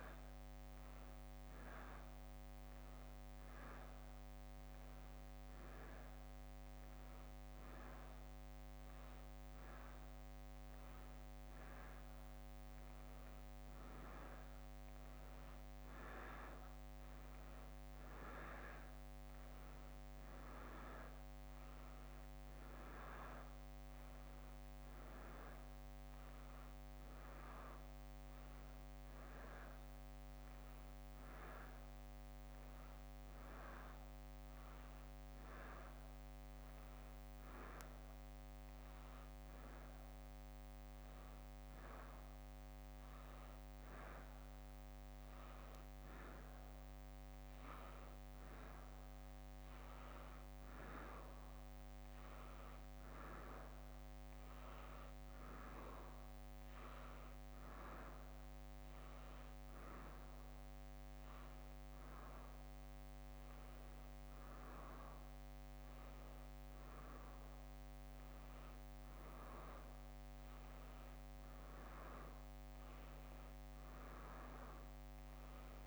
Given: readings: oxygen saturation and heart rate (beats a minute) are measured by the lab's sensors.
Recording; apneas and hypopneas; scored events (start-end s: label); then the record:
breathing in sleep by a microphone on the trachea; none
32.00-75.87 s: new sleep stage, N2 (light sleep)
38.50-47.00 s: leg movement (device-marked)
53.00-62.50 s: leg movement (device-marked)
From the record:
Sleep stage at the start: N1 (lightest sleep); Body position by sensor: on the back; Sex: female